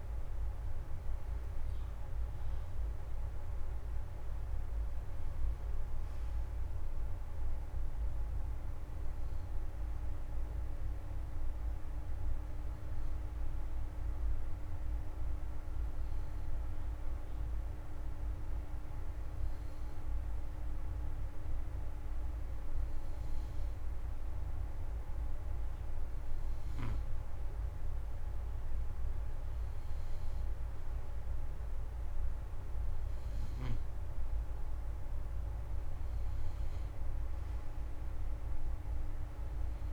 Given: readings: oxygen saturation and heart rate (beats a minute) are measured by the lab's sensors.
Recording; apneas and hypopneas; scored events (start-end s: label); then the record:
breathing in sleep, hard to hear, by a room microphone; none
24.50-39.93 s: oxygen desaturation (device-marked, oxygen 94% before, 91% lowest, heart rate 105 before, 46 extreme)
From the record:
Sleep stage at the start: N2 (light sleep); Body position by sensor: on the front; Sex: male